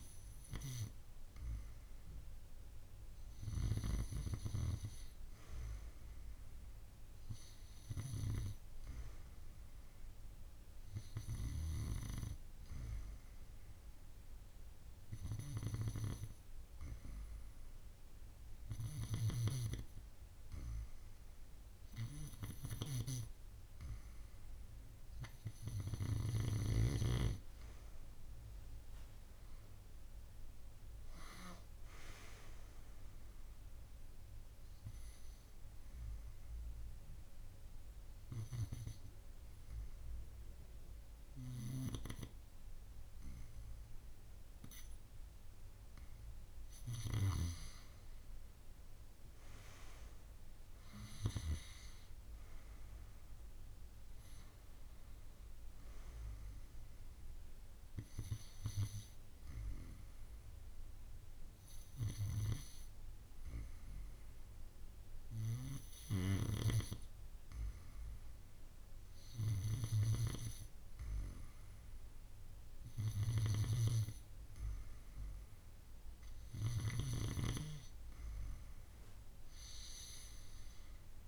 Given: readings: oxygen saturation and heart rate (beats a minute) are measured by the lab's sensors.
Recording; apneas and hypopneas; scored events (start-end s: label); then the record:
breathing in sleep by a room microphone; none
none scored
From the record:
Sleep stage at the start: N2 (light sleep); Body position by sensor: on the right side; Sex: female